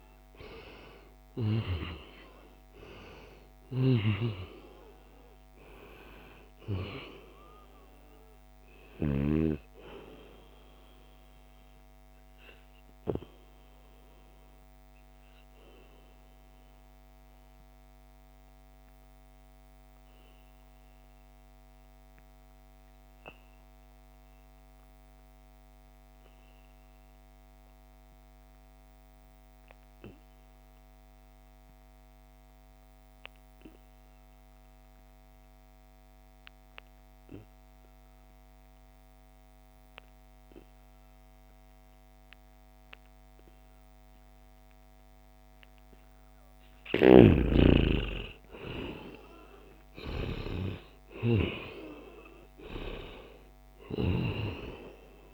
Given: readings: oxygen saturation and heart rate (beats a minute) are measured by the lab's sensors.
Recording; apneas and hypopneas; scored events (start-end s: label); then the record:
breathing in sleep by a microphone on the trachea; 1
0.00-1.50 s: arousal
0.00-9.00 s: snoring (device-marked)
9.50-19.50 s: oxygen desaturation (device-marked, oxygen 96% before, 91% lowest, heart rate 71 before, 67 extreme)
11.50-45.50 s: obstructive apnea (oxygen 98% before, 87% lowest, heart rate 73 before, 63 extreme, up 3 after)
38.50-55.34 s: oxygen desaturation (device-marked, oxygen 97% before, 87% lowest, heart rate 70 before, 63 extreme)
39.50-41.50 s: long interval between heartbeats (device-marked, heart rate 70 before, 69 extreme)
46.50-55.34 s: snoring (device-marked)
47.00-51.50 s: arousal
From the record:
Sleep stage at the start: N2 (light sleep); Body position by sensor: on the back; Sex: male